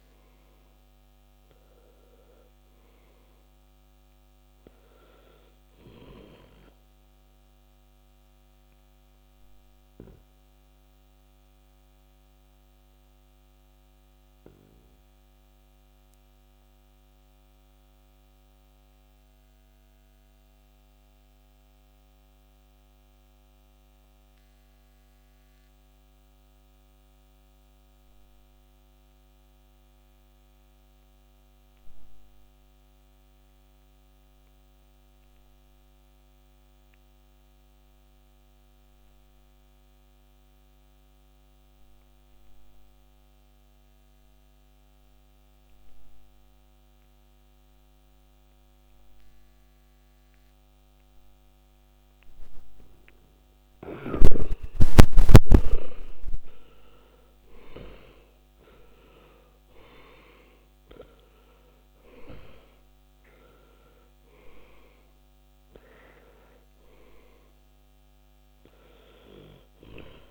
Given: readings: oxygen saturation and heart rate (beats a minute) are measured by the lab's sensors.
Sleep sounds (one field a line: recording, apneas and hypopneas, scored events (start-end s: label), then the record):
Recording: breathing in sleep by a microphone on the trachea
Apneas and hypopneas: 1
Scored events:
8.50-53.00 s: obstructive apnea (oxygen 100% before, 73% lowest, heart rate 64 before, 47 extreme, up 20 after)
20.00-35.00 s: oxygen desaturation (device-marked, oxygen 96% before, 82% lowest, heart rate 54 before, 48 extreme)
55.50-59.50 s: arousal
56.00-70.31 s: oxygen desaturation (device-marked, oxygen 99% before, 73% lowest, heart rate 50 before, 46 extreme)
From the record:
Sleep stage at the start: N2 (light sleep)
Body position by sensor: on the back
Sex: male